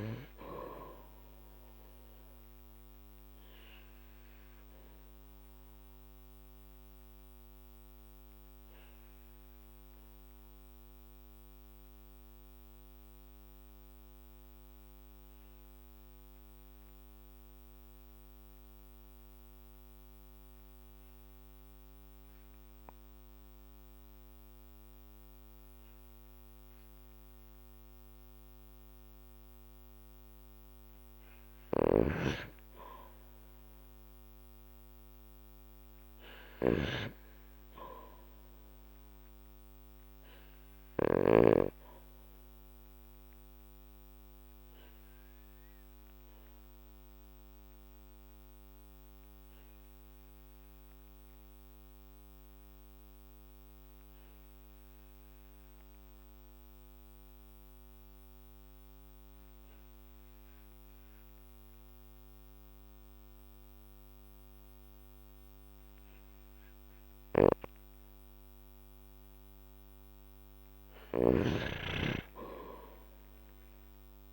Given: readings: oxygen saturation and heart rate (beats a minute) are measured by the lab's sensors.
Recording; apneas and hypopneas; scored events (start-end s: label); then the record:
breathing in sleep by a microphone on the trachea; 2
3.00-30.00 s: obstructive apnea (oxygen 100% before, 94% lowest, heart rate 54 before, 46 extreme, up 6 after)
25.50-36.50 s: oxygen desaturation (device-marked, oxygen 98% before, 94% lowest, heart rate 50 before, 50 extreme)
31.50-41.00 s: snoring (device-marked)
33.00-36.50 s: arousal
41.50-69.00 s: obstructive apnea (oxygen 98% before, 94% lowest, heart rate 52 before, 50 extreme, up 24 after)
69.50-74.33 s: oxygen desaturation (device-marked, oxygen 98% before, 94% lowest, heart rate 50 before, 51 extreme)
70.50-74.33 s: snoring (device-marked)
From the record:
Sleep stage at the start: N2 (light sleep); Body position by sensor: on the back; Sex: male